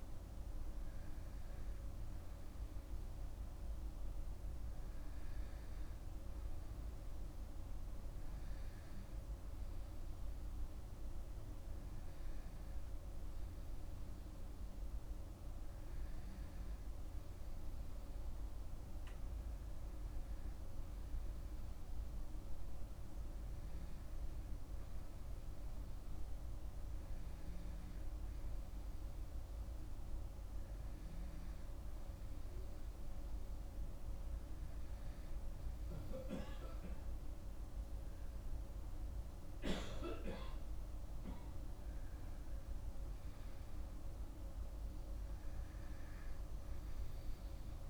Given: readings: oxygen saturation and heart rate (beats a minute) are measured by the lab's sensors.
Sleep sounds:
breathing in sleep, hard to hear, by a room microphone; none
none scored
From the record:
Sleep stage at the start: N2 (light sleep); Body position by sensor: on the back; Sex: male

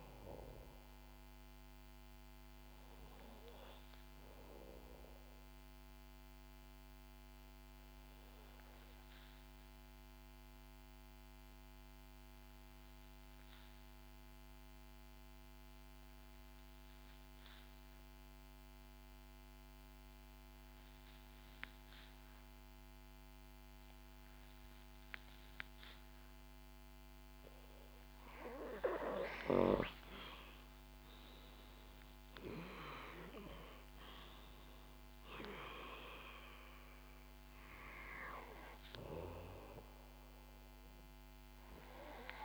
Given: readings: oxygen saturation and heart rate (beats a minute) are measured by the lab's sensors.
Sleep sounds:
breathing in sleep by a microphone on the trachea; 1
3.50-15.50 s: oxygen desaturation (device-marked, oxygen 94% before, 89% lowest, heart rate 74 before, 61 extreme)
4.50-27.00 s: obstructive apnea (oxygen 97% before, 89% lowest, heart rate 73 before, 56 extreme, up 23 after)
28.50-34.00 s: arousal
30.50-32.50 s: long interval between heartbeats (device-marked, heart rate 65 before, 79 extreme)
32.50-42.45 s: oxygen desaturation (device-marked, oxygen 97% before, 90% lowest, heart rate 67 before, 56 extreme)
From the record:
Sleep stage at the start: N2 (light sleep); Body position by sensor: on the back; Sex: female

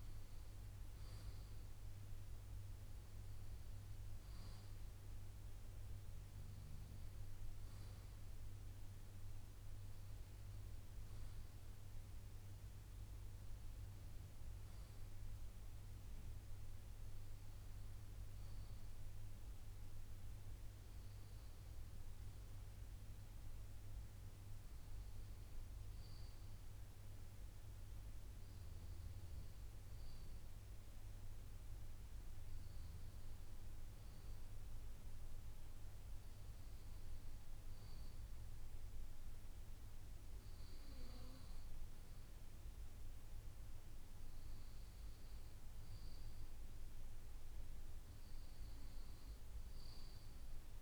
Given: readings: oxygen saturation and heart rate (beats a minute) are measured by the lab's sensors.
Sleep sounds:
breathing in sleep, hard to hear, by a room microphone; none
0.00-13.00 s: oxygen desaturation (device-marked, oxygen 91% lowest, heart rate 58 extreme)
From the record:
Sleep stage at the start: N2 (light sleep); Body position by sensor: on the left side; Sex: male

